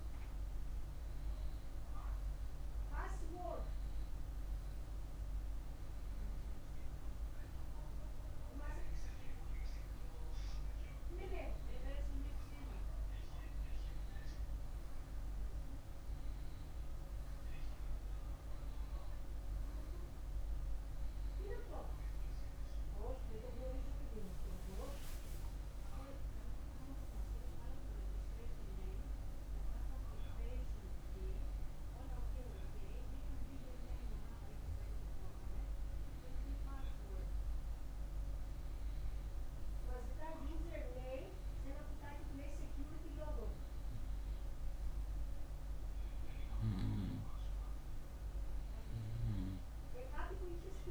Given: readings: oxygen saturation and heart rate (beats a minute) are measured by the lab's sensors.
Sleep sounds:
breathing in sleep by a room microphone; none
none scored
From the record:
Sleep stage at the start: N2 (light sleep); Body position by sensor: on the right side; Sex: male

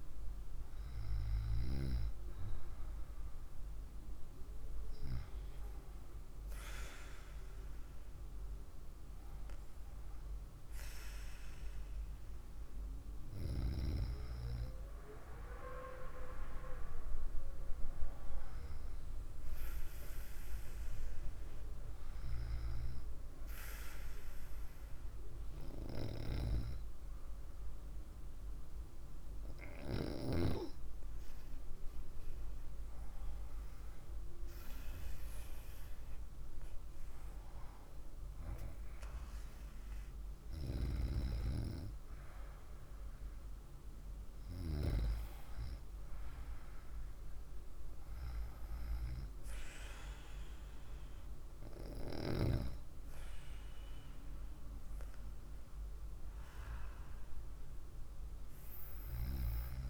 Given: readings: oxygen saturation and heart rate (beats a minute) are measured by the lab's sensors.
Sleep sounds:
breathing in sleep by a room microphone; none
8.00-59.90 s: new sleep stage, N2 (light sleep)
From the record:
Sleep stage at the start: N1 (lightest sleep); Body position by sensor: on the right side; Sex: female

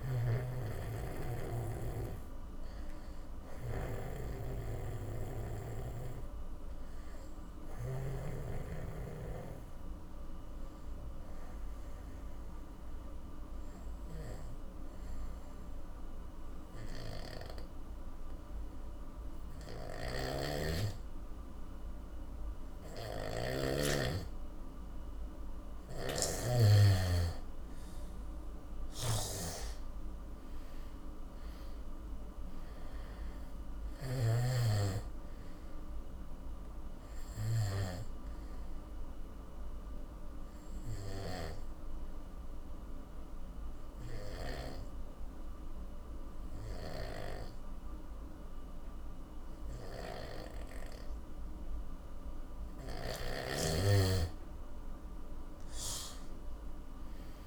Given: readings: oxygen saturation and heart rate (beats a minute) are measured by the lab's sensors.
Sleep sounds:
breathing in sleep by a room microphone; 2
0.00-8.00 s: snoring (device-marked)
0.00-18.00 s: oxygen desaturation (device-marked, oxygen 87% lowest, heart rate 52 extreme)
3.00-24.00 s: obstructive apnea (oxygen 97% before, 87% lowest, heart rate 64 before, 50 extreme, up 20 after)
20.00-34.50 s: snoring (device-marked)
26.00-29.00 s: arousal
31.00-49.00 s: oxygen desaturation (device-marked, oxygen 98% before, 87% lowest, heart rate 57 before, 47 extreme)
38.00-53.00 s: obstructive apnea (oxygen 98% before, 87% lowest, heart rate 64 before, 47 extreme, up 22 after)
50.00-53.50 s: snoring (device-marked)
55.50-57.46 s: arousal
From the record:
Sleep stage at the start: N2 (light sleep); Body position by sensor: on the back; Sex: male

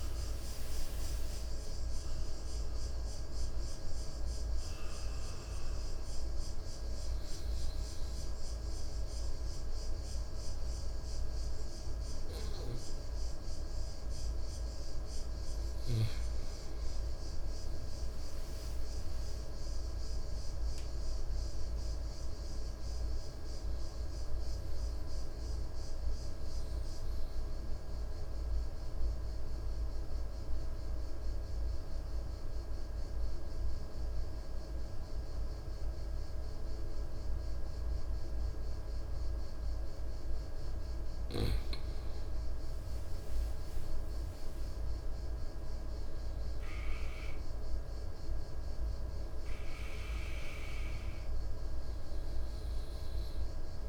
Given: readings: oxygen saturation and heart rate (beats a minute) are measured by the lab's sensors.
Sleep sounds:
breathing in sleep, hard to hear, by a room microphone; 2
2.00-20.00 s: oxygen desaturation (device-marked, oxygen 97% before, 94% lowest, heart rate 61 before, 57 extreme)
5.00-16.00 s: hypopnea (oxygen 98% before, 94% lowest, heart rate 62 before, 57 extreme, up 9 after)
19.00-23.00 s: arousal
28.00-42.50 s: mixed apnea (oxygen 98% before, 94% lowest, heart rate 63 before, 58 extreme, up 9 after)
43.50-49.00 s: arousal
46.00-53.89 s: oxygen desaturation (device-marked, oxygen 97% before, 94% lowest, heart rate 60 before, 58 extreme)
From the record:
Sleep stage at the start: N2 (light sleep); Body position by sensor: on the right side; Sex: male

